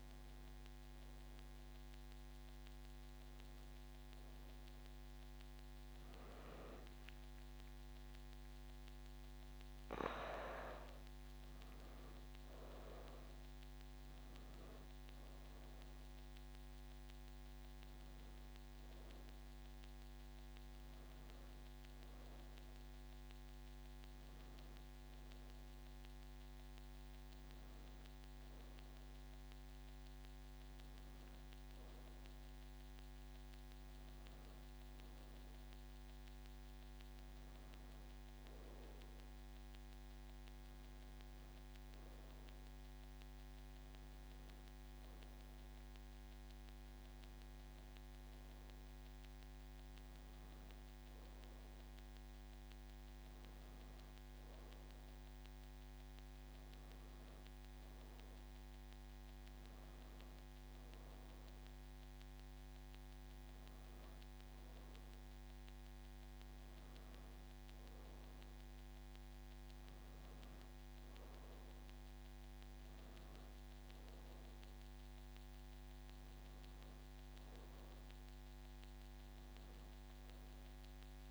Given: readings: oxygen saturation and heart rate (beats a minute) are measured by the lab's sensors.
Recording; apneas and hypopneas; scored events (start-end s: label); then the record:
a person awake in a sleep study, hard to hear, by a microphone on the trachea; none
none scored
From the record:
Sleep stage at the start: awake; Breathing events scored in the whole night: 282 in 4.2 hours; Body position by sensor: on the back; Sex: female